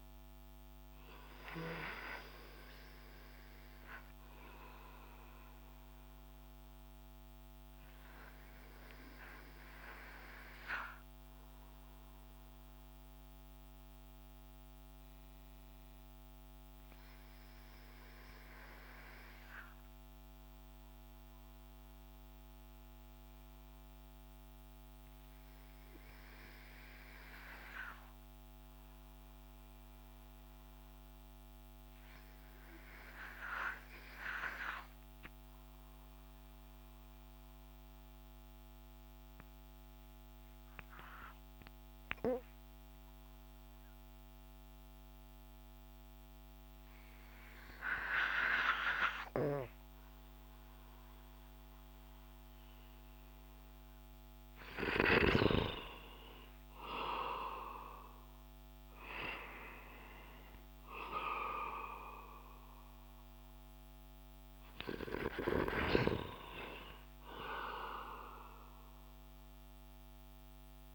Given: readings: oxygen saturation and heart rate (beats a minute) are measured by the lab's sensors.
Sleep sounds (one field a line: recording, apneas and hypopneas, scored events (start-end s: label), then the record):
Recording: breathing in sleep by a microphone on the trachea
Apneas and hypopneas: 1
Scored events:
4.00-54.50 s: obstructive apnea (oxygen 98% before, 88% lowest)
43.50-67.50 s: oxygen desaturation (device-marked, oxygen 95% before, 90% lowest)
55.50-60.00 s: arousal
From the record:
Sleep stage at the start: N2 (light sleep)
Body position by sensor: on the back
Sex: male